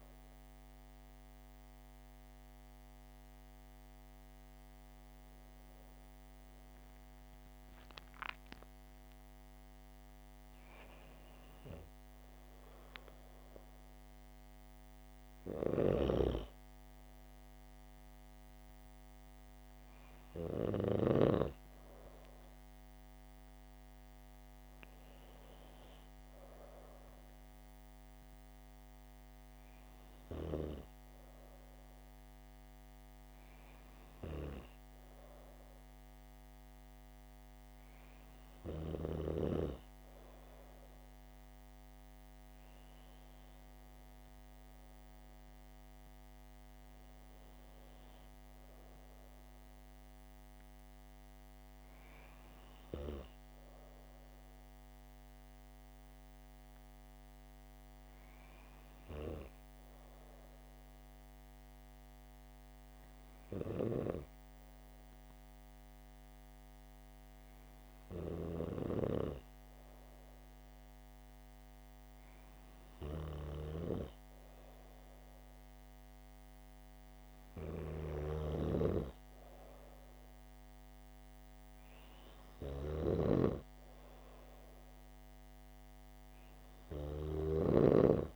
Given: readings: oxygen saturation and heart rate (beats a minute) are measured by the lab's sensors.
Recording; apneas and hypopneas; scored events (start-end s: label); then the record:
breathing in sleep by a microphone on the trachea; none
7.50-11.00 s: arousal
16.00-21.50 s: snoring (device-marked)
78.50-87.50 s: snoring (device-marked)
From the record:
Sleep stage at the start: N2 (light sleep); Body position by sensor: on the back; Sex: female